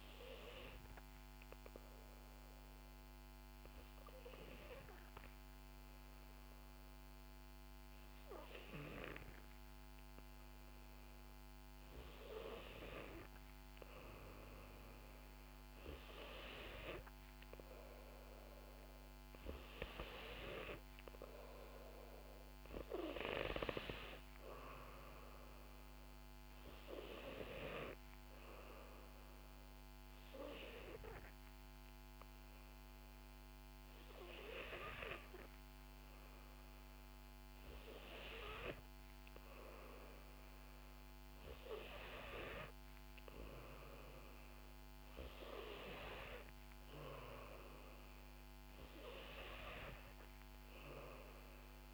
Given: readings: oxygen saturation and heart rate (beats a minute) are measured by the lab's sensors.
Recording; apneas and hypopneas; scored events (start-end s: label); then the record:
breathing in sleep by a microphone on the trachea; 1
0.50-11.00 s: hypopnea (oxygen 91% before, 90% lowest, heart rate 64 before, 62 extreme, up 0 after)
From the record:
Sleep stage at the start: N2 (light sleep); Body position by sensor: on the back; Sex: female